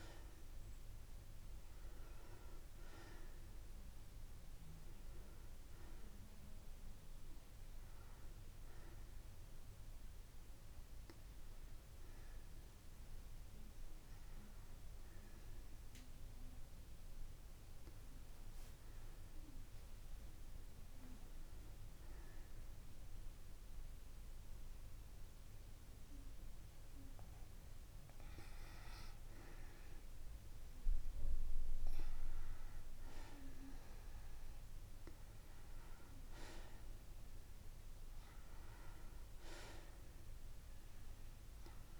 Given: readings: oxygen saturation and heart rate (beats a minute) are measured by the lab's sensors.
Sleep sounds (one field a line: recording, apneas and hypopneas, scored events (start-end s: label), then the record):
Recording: breathing in sleep by a room microphone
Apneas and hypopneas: none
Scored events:
0.00-1.50 s: oxygen desaturation (device-marked, oxygen 91% lowest)
13.50-35.50 s: oxygen desaturation (device-marked, oxygen 96% before, 91% lowest)
39.50-42.00 s: arousal
From the record:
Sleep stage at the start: N2 (light sleep)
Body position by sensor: on the back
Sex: female